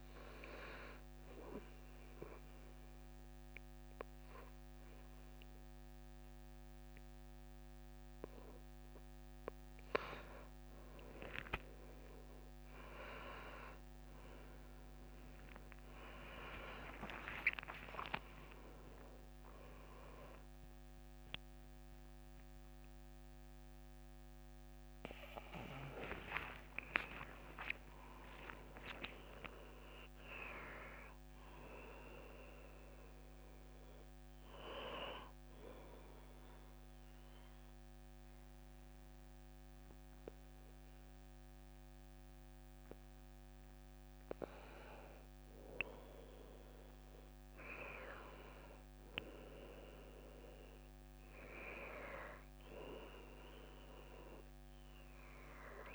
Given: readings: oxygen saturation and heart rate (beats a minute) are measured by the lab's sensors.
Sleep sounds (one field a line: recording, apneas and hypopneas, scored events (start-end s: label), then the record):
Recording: breathing in sleep by a microphone on the trachea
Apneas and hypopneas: 2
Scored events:
1.00-11.00 s: obstructive apnea (oxygen 93% before, 91% lowest)
16.50-22.50 s: arousal
19.00-21.00 s: long interval between heartbeats (device-marked)
36.00-46.00 s: obstructive apnea (oxygen 96% before, 93% lowest)
48.50-52.50 s: arousal
53.50-55.95 s: oxygen desaturation (device-marked, oxygen 97% before, 93% lowest)
From the record:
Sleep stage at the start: N2 (light sleep)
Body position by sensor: on the left side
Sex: female